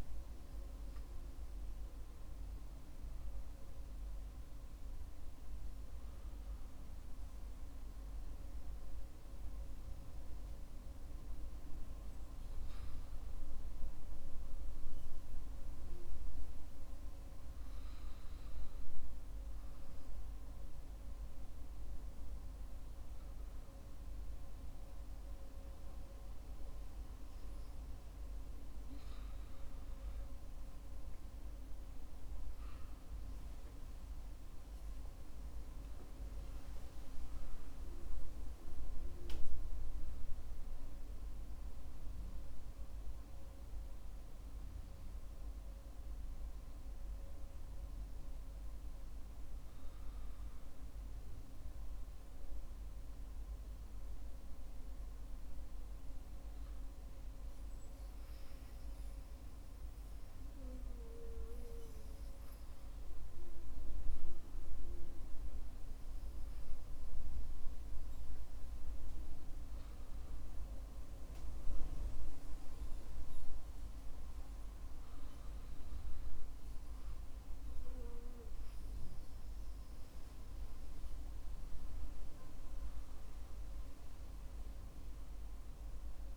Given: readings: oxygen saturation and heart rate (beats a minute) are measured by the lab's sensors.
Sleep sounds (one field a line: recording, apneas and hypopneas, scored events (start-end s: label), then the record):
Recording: breathing in sleep, hard to hear, by a room microphone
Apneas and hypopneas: 1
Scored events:
34.50-38.00 s: arousal
50.00-63.00 s: hypopnea (oxygen 95% before, 93% lowest, heart rate 59 before, 49 extreme, up 8 after)
64.50-67.50 s: arousal
From the record:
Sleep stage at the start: N2 (light sleep)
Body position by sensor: on the back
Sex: male